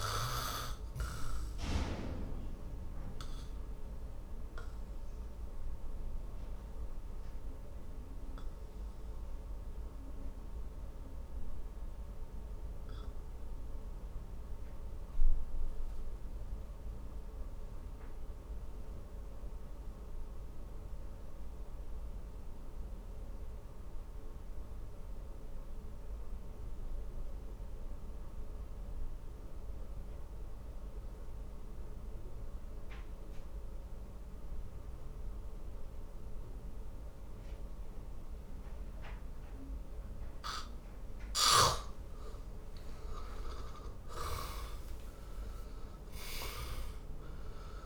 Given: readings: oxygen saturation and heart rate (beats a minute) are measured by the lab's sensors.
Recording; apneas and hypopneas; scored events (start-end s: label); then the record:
breathing in sleep by a room microphone; 1
0.00-34.50 s: oxygen desaturation (device-marked, oxygen 74% lowest, heart rate 48 extreme)
1.00-41.50 s: obstructive apnea (oxygen 100% before, 74% lowest, heart rate 62 before, 44 extreme, up 20 after)
43.00-47.50 s: arousal
From the record:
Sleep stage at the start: N2 (light sleep); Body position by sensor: on the back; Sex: male